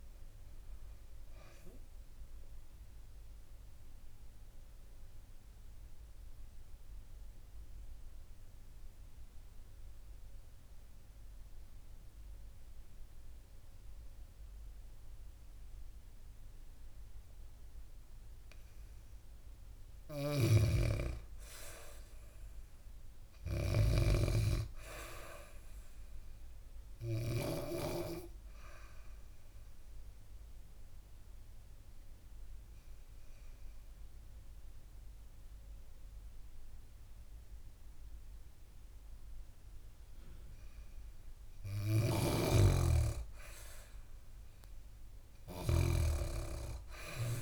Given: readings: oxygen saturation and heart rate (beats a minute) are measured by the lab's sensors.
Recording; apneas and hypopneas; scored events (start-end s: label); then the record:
breathing in sleep by a room microphone; 2
0.00-14.50 s: oxygen desaturation (device-marked, oxygen 92% lowest, heart rate 54 extreme)
1.00-20.00 s: mixed apnea (oxygen 98% before, 92% lowest, heart rate 69 before, 54 extreme, up 12 after)
4.50-12.50 s: bradycardia (device-marked, heart rate 70 before, 54 extreme)
19.50-27.00 s: snoring (device-marked)
21.00-24.50 s: arousal
23.50-41.50 s: oxygen desaturation (device-marked, oxygen 99% before, 95% lowest, heart rate 62 before, 65 extreme)
27.00-40.50 s: obstructive apnea (oxygen 99% before, 94% lowest, heart rate 61 before, 66 extreme, up 1 after)
41.00-45.50 s: snoring (device-marked)
42.00-45.00 s: arousal
From the record:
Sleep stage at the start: N2 (light sleep); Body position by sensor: on the back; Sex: female